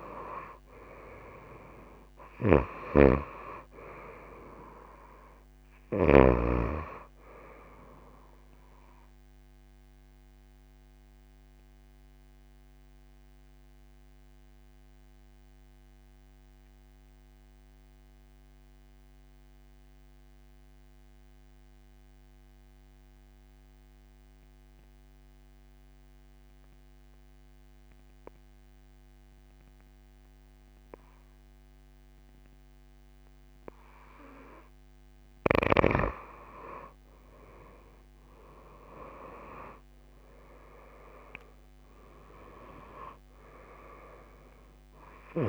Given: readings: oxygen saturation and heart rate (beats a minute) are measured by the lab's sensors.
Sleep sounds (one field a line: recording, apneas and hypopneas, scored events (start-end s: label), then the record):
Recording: breathing in sleep by a microphone on the trachea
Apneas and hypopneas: 1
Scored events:
4.00-26.00 s: oxygen desaturation (device-marked, oxygen 97% before, 89% lowest)
9.50-34.50 s: obstructive apnea (oxygen 98% before, 87% lowest)
28.00-45.49 s: oxygen desaturation (device-marked, oxygen 98% before, 87% lowest)
37.00-41.00 s: arousal
From the record:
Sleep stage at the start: N2 (light sleep)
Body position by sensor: on the back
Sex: female